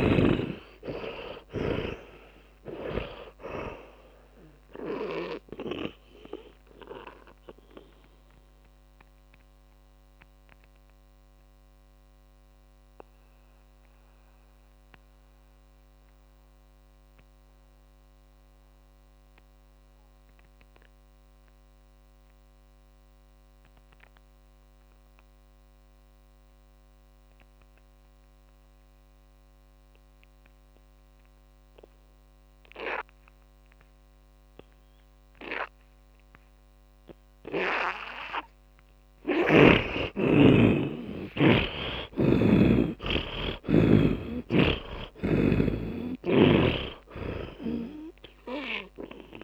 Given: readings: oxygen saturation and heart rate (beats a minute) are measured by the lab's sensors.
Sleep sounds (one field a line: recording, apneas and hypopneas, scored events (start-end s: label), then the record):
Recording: breathing in sleep by a microphone on the trachea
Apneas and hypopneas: 1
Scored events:
0.00-24.00 s: oxygen desaturation (device-marked, oxygen 77% lowest)
6.50-39.00 s: mixed apnea (oxygen 100% before, 77% lowest)
34.00-49.44 s: oxygen desaturation (device-marked, oxygen 100% before, 78% lowest)
41.00-45.50 s: arousal
From the record:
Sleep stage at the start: N2 (light sleep)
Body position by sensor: on the back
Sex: male